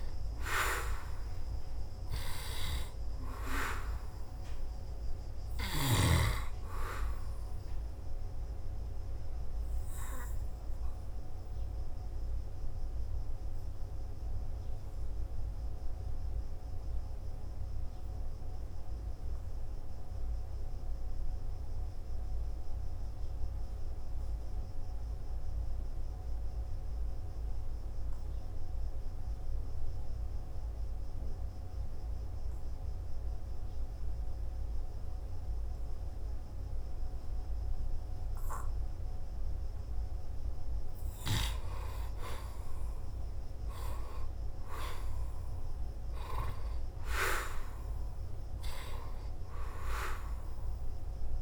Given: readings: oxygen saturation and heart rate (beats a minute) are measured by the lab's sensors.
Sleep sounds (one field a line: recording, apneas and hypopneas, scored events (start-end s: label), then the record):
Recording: breathing in sleep by a room microphone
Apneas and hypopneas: 1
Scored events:
21.00-35.00 s: oxygen desaturation (device-marked, oxygen 95% before, 86% lowest, heart rate 59 before, 54 extreme)
27.50-40.50 s: obstructive apnea (oxygen 97% before, 86% lowest, heart rate 59 before, 54 extreme, up 3 after)
43.00-46.50 s: arousal
From the record:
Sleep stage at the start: N2 (light sleep)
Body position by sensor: on the back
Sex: male